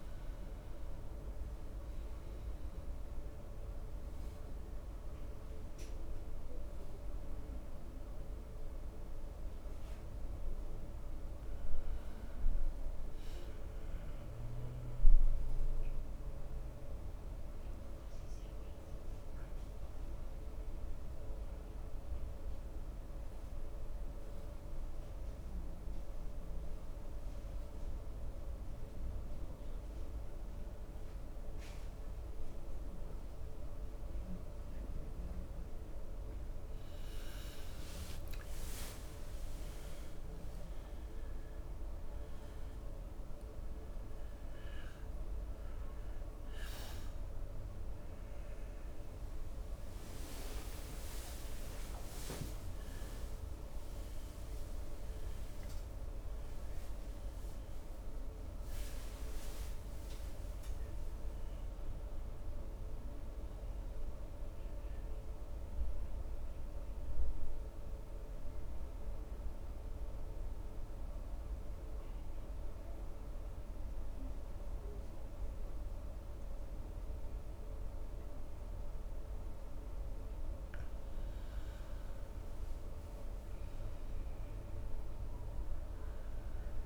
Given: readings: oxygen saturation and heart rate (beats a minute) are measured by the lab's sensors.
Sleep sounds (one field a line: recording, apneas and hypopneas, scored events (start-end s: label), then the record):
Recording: breathing in sleep, hard to hear, by a room microphone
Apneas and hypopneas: 2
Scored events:
17.00-37.00 s: mixed apnea (oxygen 94% before, 93% lowest, heart rate 75 before, 66 extreme, up 15 after)
38.50-42.00 s: arousal
43.00-60.00 s: oxygen desaturation (device-marked, oxygen 98% before, 94% lowest, heart rate 69 before, 69 extreme)
61.50-65.00 s: arousal
67.00-81.00 s: mixed apnea (oxygen 97% before, 92% lowest, heart rate 79 before, 67 extreme, up 1 after)
82.50-86.50 s: arousal
From the record:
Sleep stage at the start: N2 (light sleep)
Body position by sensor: on the right side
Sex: male